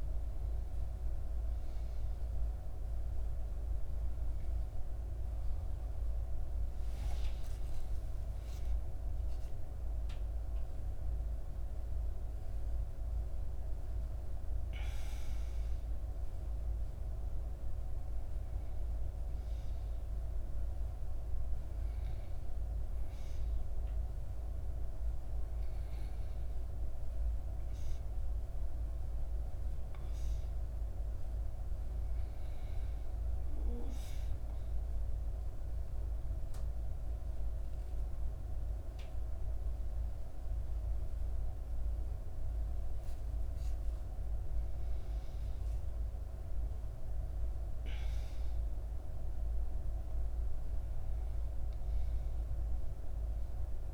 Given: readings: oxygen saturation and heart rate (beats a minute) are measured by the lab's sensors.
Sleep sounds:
a person awake in a sleep study, hard to hear, by a room microphone; none
none scored
From the record:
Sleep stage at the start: awake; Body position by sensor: on the back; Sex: female

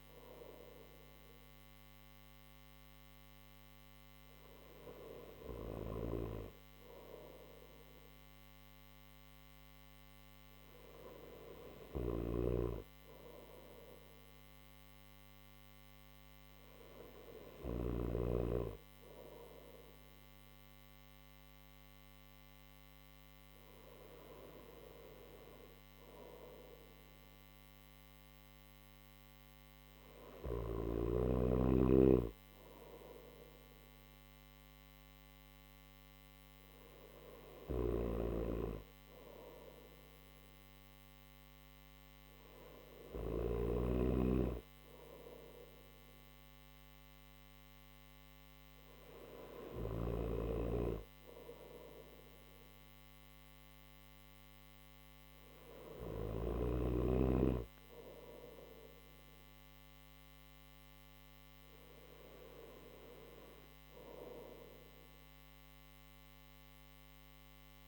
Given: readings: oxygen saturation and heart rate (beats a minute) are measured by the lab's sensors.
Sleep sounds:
breathing in sleep by a microphone on the trachea; none
11.00-17.00 s: snoring (device-marked)
37.00-43.00 s: snoring (device-marked)
From the record:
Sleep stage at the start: N3 (deep sleep); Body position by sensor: on the right side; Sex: male

